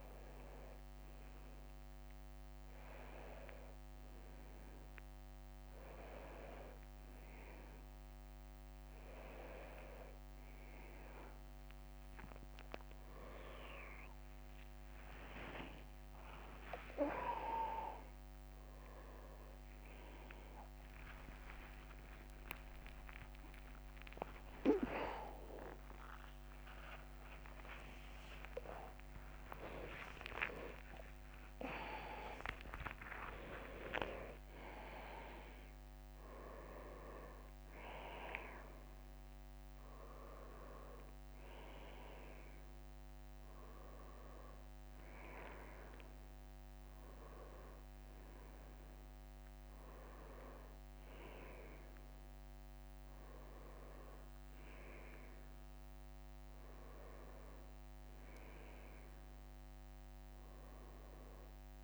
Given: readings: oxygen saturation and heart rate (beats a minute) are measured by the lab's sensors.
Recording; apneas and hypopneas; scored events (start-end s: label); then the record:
a person awake in a sleep study, by a microphone on the trachea; none
0.00-1.50 s: leg movement (device-marked)
7.50-9.50 s: long interval between heartbeats (device-marked, heart rate 66 before, 78 extreme)
11.00-17.50 s: leg movement (device-marked)
18.50-34.50 s: tachycardia (device-marked, heart rate 70 before, 176 extreme)
20.50-22.50 s: long interval between heartbeats (device-marked, heart rate 82 before, 97 extreme)
23.50-25.50 s: long interval between heartbeats (device-marked, heart rate 90 before, 175 extreme)
28.00-30.00 s: long interval between heartbeats (device-marked, heart rate 110 before, 128 extreme)
32.00-34.00 s: long interval between heartbeats (device-marked, heart rate 122 before, 130 extreme)
44.50-52.00 s: leg movement (device-marked)
59.50-61.84 s: new sleep stage, N1 (lightest sleep)
60.00-61.00 s: leg movement (device-marked)
From the record:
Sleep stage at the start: awake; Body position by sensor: on the right side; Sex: male